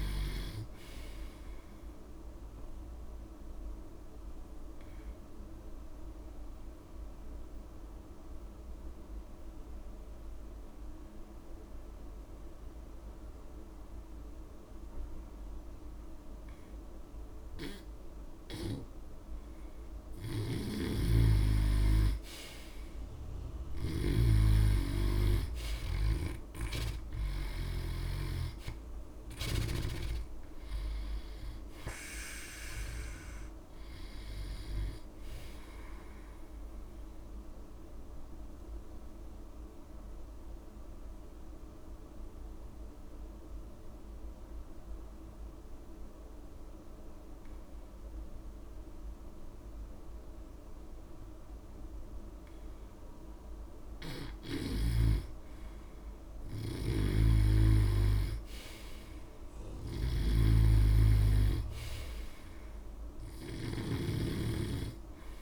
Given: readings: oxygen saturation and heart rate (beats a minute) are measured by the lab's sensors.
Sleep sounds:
breathing in sleep by a room microphone; 2
0.00-16.50 s: oxygen desaturation (device-marked, oxygen 88% lowest)
3.50-19.00 s: obstructive apnea (oxygen 97% before, 87% lowest)
21.00-24.50 s: arousal
21.00-28.00 s: snoring (device-marked)
26.50-48.50 s: oxygen desaturation (device-marked, oxygen 96% before, 87% lowest)
37.50-53.50 s: obstructive apnea (oxygen 96% before, 87% lowest)
56.00-59.00 s: arousal
57.00-64.00 s: snoring (device-marked)
60.50-65.42 s: oxygen desaturation (device-marked, oxygen 97% before, 89% lowest)
From the record:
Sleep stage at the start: N2 (light sleep); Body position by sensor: on the back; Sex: male

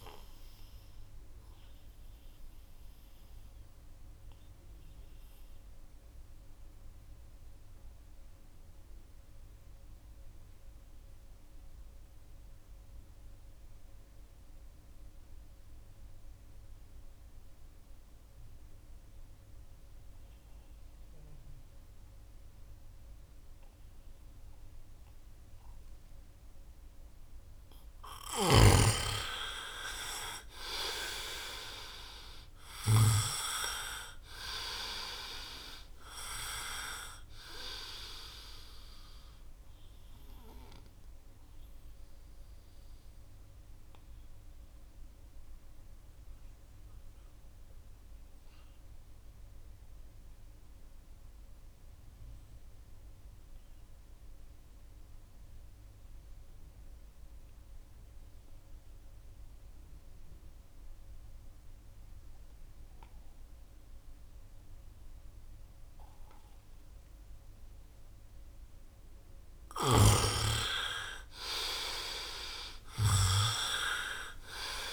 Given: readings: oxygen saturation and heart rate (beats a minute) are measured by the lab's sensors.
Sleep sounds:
breathing in sleep by a room microphone; 2
0.00-16.50 s: oxygen desaturation (device-marked, oxygen 84% lowest, heart rate 61 extreme)
1.00-26.50 s: obstructive apnea (oxygen 99% before, 84% lowest, heart rate 70 before, 61 extreme, up 15 after)
27.50-32.50 s: snoring (device-marked)
27.50-56.50 s: oxygen desaturation (device-marked, oxygen 98% before, 86% lowest, heart rate 65 before, 63 extreme)
28.50-30.50 s: long interval between heartbeats (device-marked, heart rate 65 before, 72 extreme)
30.50-34.50 s: arousal
41.00-68.00 s: obstructive apnea (oxygen 98% before, 81% lowest, heart rate 70 before, 63 extreme, up 3 after)
66.50-74.92 s: oxygen desaturation (device-marked, oxygen 99% before, 81% lowest, heart rate 68 before, 63 extreme)
70.50-74.92 s: arousal
From the record:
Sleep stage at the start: N2 (light sleep); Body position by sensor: on the right side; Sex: male

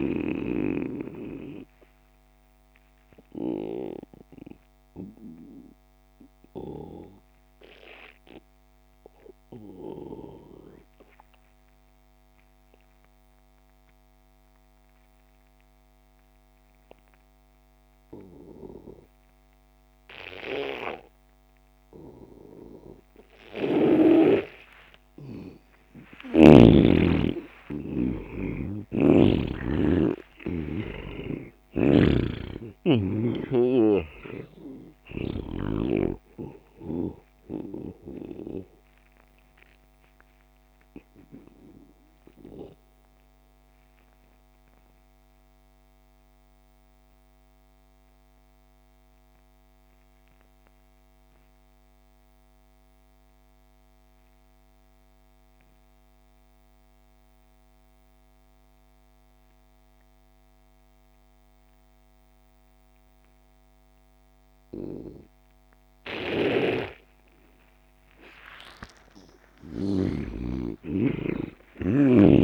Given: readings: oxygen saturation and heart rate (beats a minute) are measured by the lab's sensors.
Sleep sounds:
breathing in sleep by a microphone on the trachea; 2
0.00-10.00 s: oxygen desaturation (device-marked, oxygen 87% lowest)
2.00-25.00 s: obstructive apnea (oxygen 99% before, 80% lowest)
24.00-48.00 s: oxygen desaturation (device-marked, oxygen 98% before, 86% lowest)
26.50-30.50 s: arousal
29.00-36.00 s: snoring (device-marked)
39.00-67.50 s: obstructive apnea (oxygen 99% before, 80% lowest)
62.00-72.44 s: oxygen desaturation (device-marked, oxygen 99% before, 80% lowest)
66.50-70.50 s: snoring (device-marked)
69.00-72.44 s: arousal
From the record:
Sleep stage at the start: N2 (light sleep); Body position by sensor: on the back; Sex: male

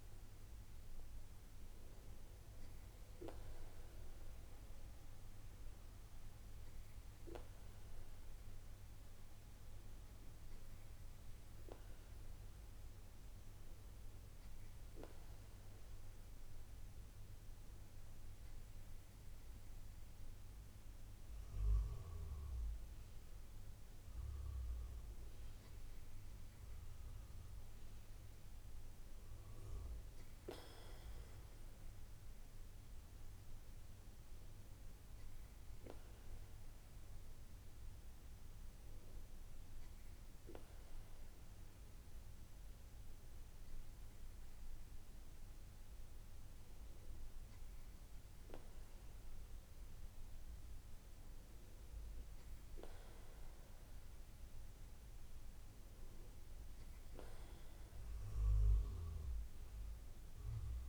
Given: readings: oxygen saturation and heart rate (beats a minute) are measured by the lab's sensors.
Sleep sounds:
breathing in sleep, hard to hear, by a room microphone; none
none scored
From the record:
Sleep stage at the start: REM sleep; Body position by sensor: on the right side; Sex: male

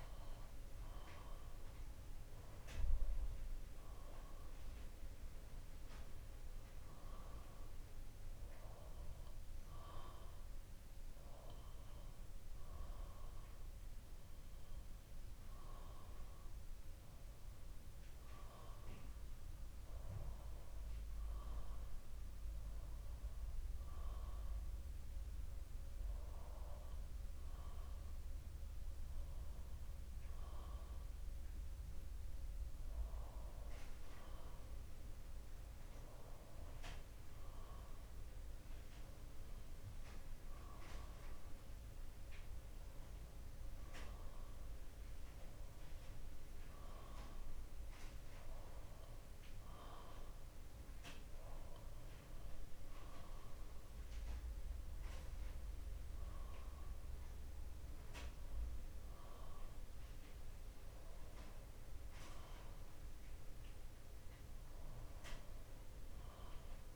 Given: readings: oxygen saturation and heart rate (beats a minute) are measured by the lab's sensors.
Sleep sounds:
breathing in sleep by a room microphone; none
4.50-10.50 s: bradycardia (device-marked, heart rate 64 before, 55 extreme)
5.50-7.50 s: long interval between heartbeats (device-marked, heart rate 63 before, 64 extreme)
44.50-66.96 s: new sleep stage, N2 (light sleep)
From the record:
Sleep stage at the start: REM sleep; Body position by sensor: on the back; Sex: male

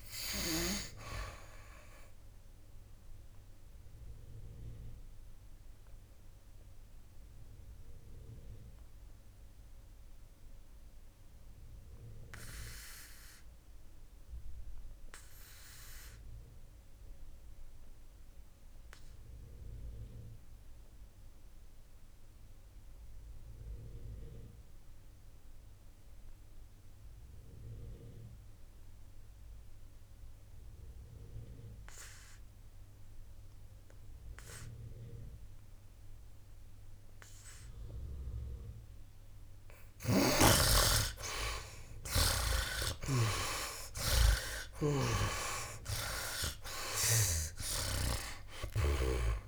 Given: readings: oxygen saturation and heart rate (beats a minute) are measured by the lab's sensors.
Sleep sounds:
breathing in sleep by a room microphone; 1
0.00-1.00 s: snoring (device-marked)
0.00-24.00 s: oxygen desaturation (device-marked, oxygen 72% lowest, heart rate 58 extreme)
3.00-39.00 s: obstructive apnea (oxygen 97% before, 70% lowest, heart rate 67 before, 58 extreme, up 15 after)
37.00-49.48 s: oxygen desaturation (device-marked, oxygen 98% before, 70% lowest, heart rate 60 before, 58 extreme)
40.00-49.48 s: snoring (device-marked)
43.00-48.50 s: arousal
From the record:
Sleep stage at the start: N2 (light sleep); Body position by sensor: on the back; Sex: male

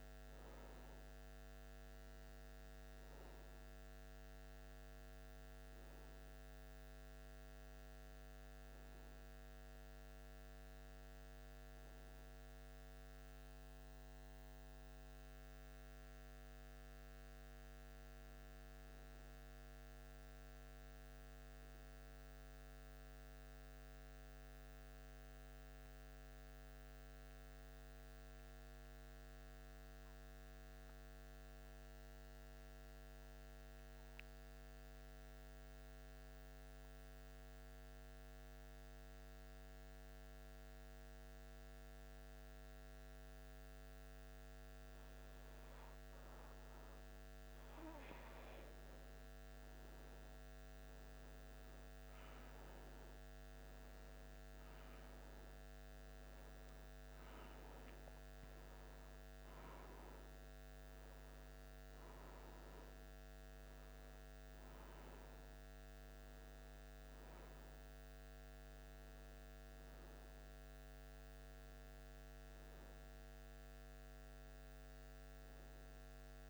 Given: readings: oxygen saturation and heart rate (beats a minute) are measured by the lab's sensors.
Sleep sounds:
breathing in sleep, hard to hear, by a microphone on the trachea; 1
14.50-76.49 s: new sleep stage, N2 (light sleep)
23.50-47.00 s: obstructive apnea (oxygen 92% before, 87% lowest, heart rate 76 before, 76 extreme, up 1 after)
24.50-41.50 s: oxygen desaturation (device-marked, oxygen 93% before, 87% lowest, heart rate 76 before, 76 extreme)
52.00-56.50 s: arousal
From the record:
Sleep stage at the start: N1 (lightest sleep); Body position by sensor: on the back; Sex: male

